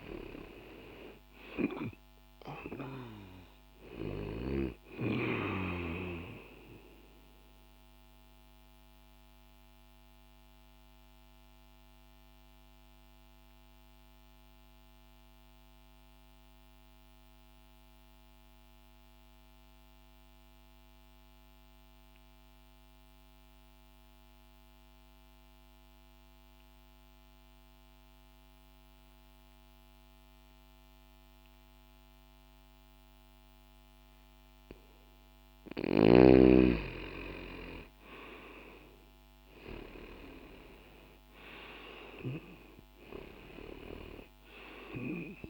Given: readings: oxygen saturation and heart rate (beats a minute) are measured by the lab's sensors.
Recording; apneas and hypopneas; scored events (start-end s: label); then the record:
breathing in sleep by a microphone on the trachea; 1
6.50-33.50 s: mixed apnea (oxygen 97% before, 89% lowest, heart rate 60 before, 60 extreme, up 0 after)
20.50-30.50 s: oxygen desaturation (device-marked, oxygen 95% before, 90% lowest, heart rate 60 before, 60 extreme)
35.00-39.00 s: arousal
36.50-45.50 s: oxygen desaturation (device-marked, oxygen 97% before, 91% lowest, heart rate 60 before, 60 extreme)
From the record:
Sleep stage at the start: N2 (light sleep); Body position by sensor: on the back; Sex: male